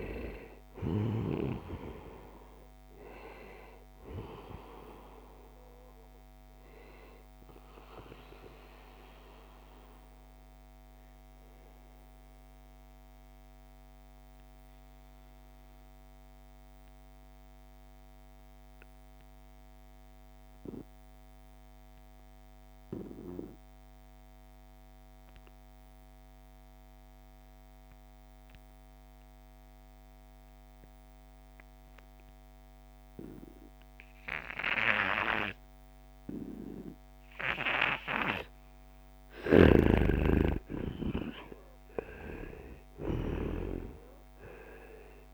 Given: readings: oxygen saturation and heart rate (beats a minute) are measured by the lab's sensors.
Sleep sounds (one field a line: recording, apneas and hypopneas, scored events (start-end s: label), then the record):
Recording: breathing in sleep by a microphone on the trachea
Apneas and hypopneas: 1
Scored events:
0.00-20.50 s: oxygen desaturation (device-marked, oxygen 87% lowest, heart rate 67 extreme)
6.00-38.00 s: obstructive apnea (oxygen 95% before, 87% lowest, heart rate 70 before, 68 extreme, up 6 after)
34.50-45.33 s: oxygen desaturation (device-marked, oxygen 96% before, 88% lowest, heart rate 70 before, 68 extreme)
38.50-43.00 s: snoring (device-marked)
39.00-43.50 s: arousal
From the record:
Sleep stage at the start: N2 (light sleep)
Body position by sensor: on the right side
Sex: male